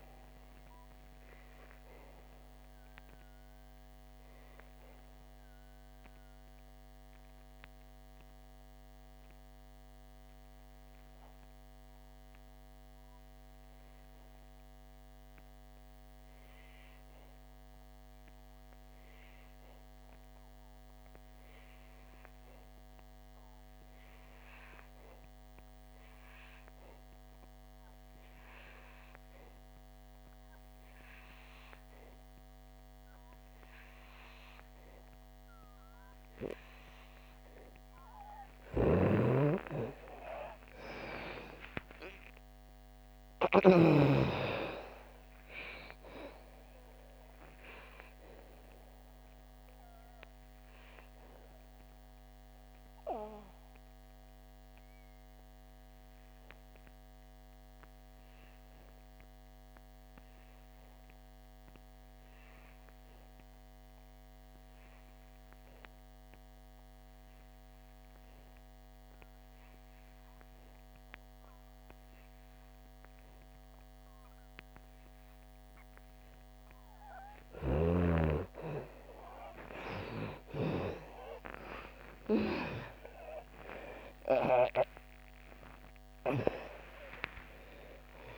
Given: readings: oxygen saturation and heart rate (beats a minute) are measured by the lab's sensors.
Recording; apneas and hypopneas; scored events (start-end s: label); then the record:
breathing in sleep by a microphone on the trachea; 2
0.00-23.50 s: oxygen desaturation (device-marked, oxygen 81% lowest, heart rate 57 extreme)
1.50-37.50 s: obstructive apnea (oxygen 97% before, 78% lowest, heart rate 71 before, 57 extreme, up 44 after)
30.50-70.50 s: oxygen desaturation (device-marked, oxygen 98% before, 79% lowest, heart rate 68 before, 60 extreme)
39.00-43.00 s: arousal
39.00-44.00 s: snoring (device-marked)
47.00-77.00 s: obstructive apnea (oxygen 98% before, 76% lowest, heart rate 98 before, 59 extreme, up 59 after)
75.50-88.38 s: oxygen desaturation (device-marked, oxygen 97% before, 76% lowest, heart rate 66 before, 59 extreme)
82.50-88.38 s: arousal
From the record:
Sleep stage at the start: N2 (light sleep); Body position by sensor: on the back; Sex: female